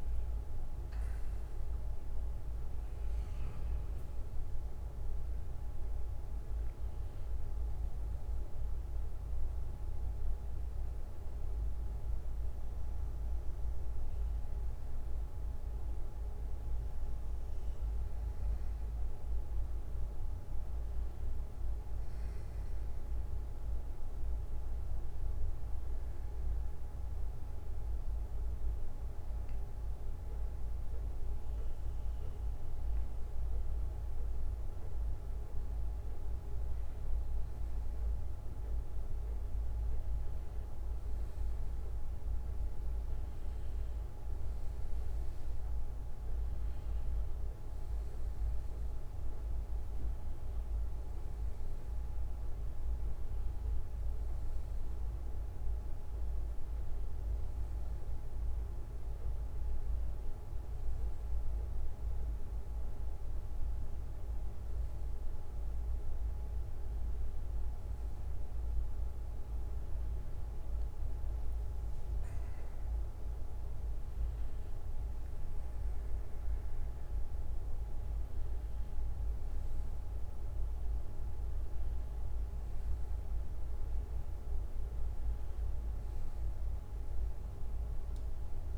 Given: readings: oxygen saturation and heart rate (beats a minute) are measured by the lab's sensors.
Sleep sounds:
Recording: breathing in sleep, hard to hear, by a room microphone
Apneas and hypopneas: none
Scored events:
19.00-34.00 s: bradycardia (device-marked, heart rate 64 before, 57 extreme)
From the record:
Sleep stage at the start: N1 (lightest sleep)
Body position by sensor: on the back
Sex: male

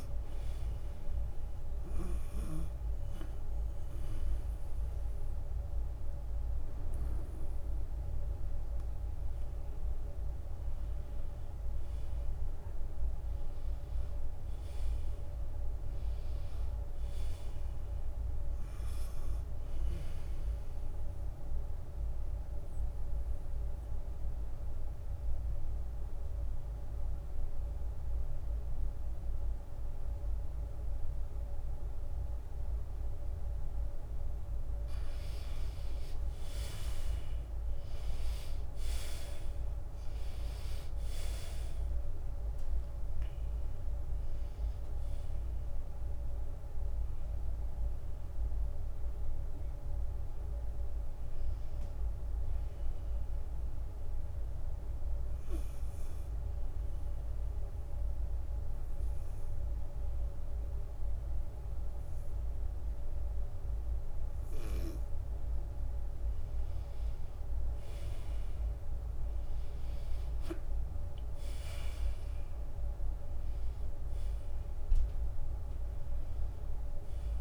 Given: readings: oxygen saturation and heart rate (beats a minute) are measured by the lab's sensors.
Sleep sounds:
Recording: a person partly awake in a sleep study, hard to hear, by a room microphone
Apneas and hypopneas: 1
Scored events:
30.00-77.41 s: new sleep stage, N2 (light sleep)
40.00-47.00 s: tachycardia (device-marked, heart rate 76 before, 119 extreme)
44.00-46.00 s: long interval between heartbeats (device-marked, heart rate 93 before, 117 extreme)
47.00-65.00 s: oxygen desaturation (device-marked, oxygen 93% before, 82% lowest, heart rate 96 before, 88 extreme)
57.50-68.50 s: hypopnea (oxygen 93% before, 80% lowest, heart rate 101 before, 88 extreme, up 5 after)
72.00-77.00 s: arousal
75.00-77.41 s: drop in pulse transit time (device-marked, heart rate 91 before, 88 extreme)
From the record:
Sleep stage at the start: awake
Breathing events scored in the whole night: 372 in 4.0 hours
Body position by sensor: on the back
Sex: female

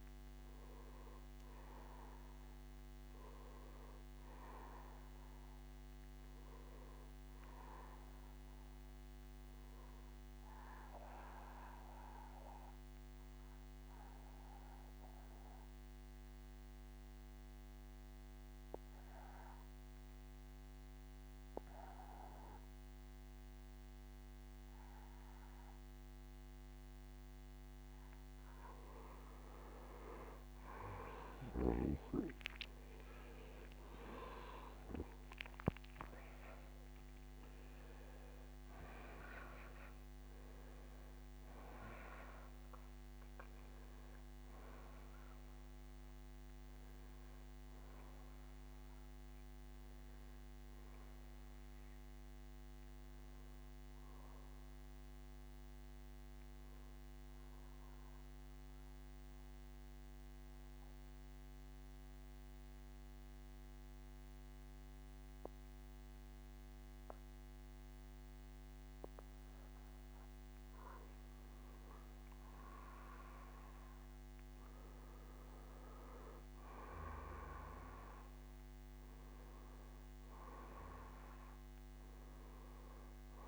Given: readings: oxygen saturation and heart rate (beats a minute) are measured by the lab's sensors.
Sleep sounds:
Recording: breathing in sleep by a microphone on the trachea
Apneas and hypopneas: 2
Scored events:
0.00-2.00 s: oxygen desaturation (device-marked, oxygen 94% before, 90% lowest, heart rate 62 before, 49 extreme)
0.00-28.00 s: bradycardia (device-marked, heart rate 63 before, 46 extreme)
10.50-28.00 s: obstructive apnea (oxygen 94% before, 86% lowest, heart rate 60 before, 46 extreme, up 32 after)
24.00-34.00 s: oxygen desaturation (device-marked, oxygen 92% before, 89% lowest, heart rate 54 before, 46 extreme)
30.50-35.50 s: arousal
41.00-54.00 s: oxygen desaturation (device-marked, oxygen 91% before, 86% lowest, heart rate 64 before, 45 extreme)
48.00-74.00 s: bradycardia (device-marked, heart rate 62 before, 45 extreme)
57.00-70.00 s: mixed apnea (oxygen 95% before, 89% lowest, heart rate 67 before, 45 extreme, up 23 after)
73.50-76.50 s: arousal
77.00-83.48 s: oxygen desaturation (device-marked, oxygen 95% before, 89% lowest, heart rate 51 before, 45 extreme)
From the record:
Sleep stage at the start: N2 (light sleep)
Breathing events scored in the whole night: 171 in 4.9 hours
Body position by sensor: on the back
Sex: male

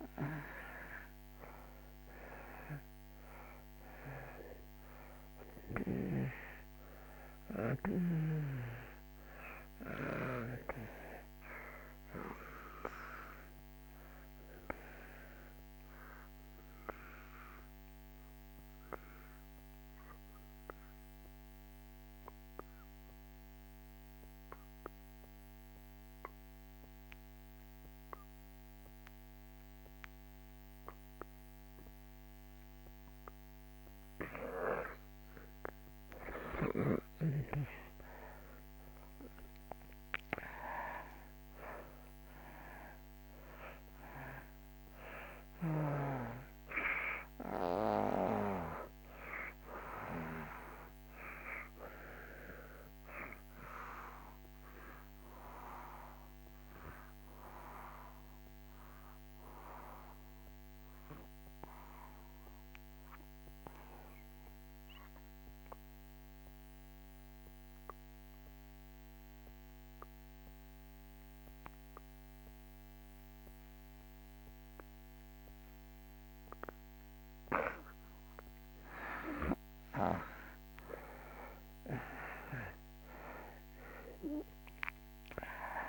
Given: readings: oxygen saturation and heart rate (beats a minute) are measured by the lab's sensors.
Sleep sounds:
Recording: breathing in sleep by a microphone on the trachea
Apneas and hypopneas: 2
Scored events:
1.00-30.00 s: oxygen desaturation (device-marked, oxygen 94% before, 79% lowest)
17.00-34.00 s: obstructive apnea (oxygen 95% before, 76% lowest)
36.50-40.00 s: arousal
41.00-70.00 s: oxygen desaturation (device-marked, oxygen 96% before, 76% lowest)
59.00-76.00 s: obstructive apnea (oxygen 96% before, 74% lowest)
79.50-84.00 s: arousal
From the record:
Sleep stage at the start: N2 (light sleep)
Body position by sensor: on the back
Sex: male

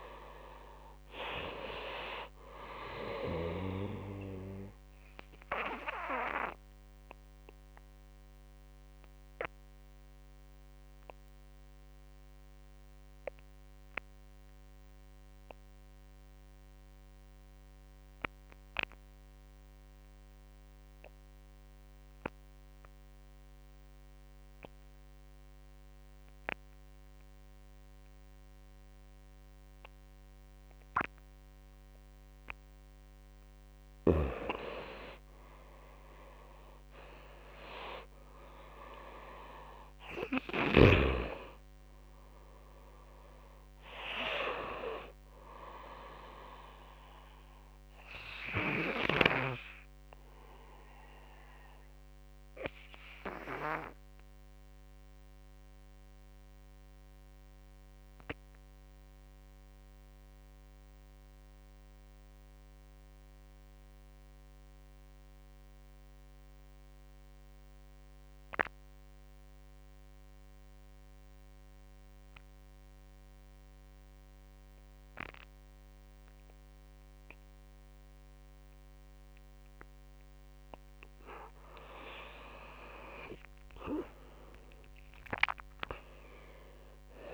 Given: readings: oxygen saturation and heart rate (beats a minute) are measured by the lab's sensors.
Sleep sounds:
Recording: breathing in sleep by a microphone on the trachea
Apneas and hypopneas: 2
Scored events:
0.00-1.50 s: oxygen desaturation (device-marked, oxygen 92% lowest)
1.50-4.50 s: drop in pulse transit time (device-marked)
3.50-17.50 s: oxygen desaturation (device-marked, oxygen 94% before, 90% lowest)
5.00-31.50 s: obstructive apnea (oxygen 99% before, 87% lowest)
20.50-26.50 s: tachycardia (device-marked)
26.50-57.50 s: oxygen desaturation (device-marked, oxygen 98% before, 91% lowest)
34.00-38.50 s: arousal
48.50-78.50 s: obstructive apnea (oxygen 98% before, 87% lowest)
70.50-87.34 s: oxygen desaturation (device-marked, oxygen 99% before, 87% lowest)
78.50-87.34 s: tachycardia (device-marked, heart rate 30 before, 119 extreme)
83.50-87.34 s: arousal
From the record:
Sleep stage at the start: N2 (light sleep)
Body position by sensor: on the right side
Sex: male

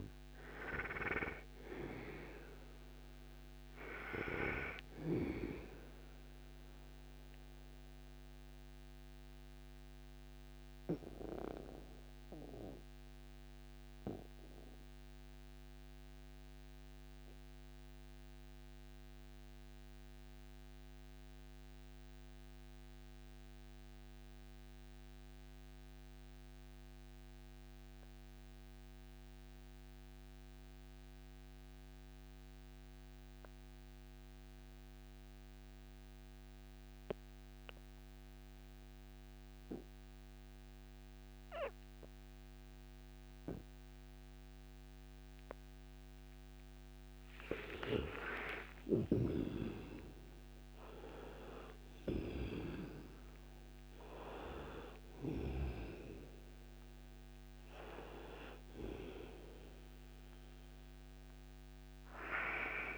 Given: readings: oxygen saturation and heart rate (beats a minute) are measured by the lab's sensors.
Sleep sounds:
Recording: breathing in sleep by a microphone on the trachea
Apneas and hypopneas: 1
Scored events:
0.00-31.50 s: oxygen desaturation (device-marked, oxygen 77% lowest, heart rate 58 extreme)
8.00-46.50 s: mixed apnea (oxygen 96% before, 77% lowest, heart rate 76 before, 58 extreme, up 5 after)
45.50-62.98 s: oxygen desaturation (device-marked, oxygen 98% before, 81% lowest, heart rate 59 before, 58 extreme)
48.00-53.00 s: arousal
48.50-55.00 s: snoring (device-marked)
From the record:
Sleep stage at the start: N2 (light sleep)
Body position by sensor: on the right side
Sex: male

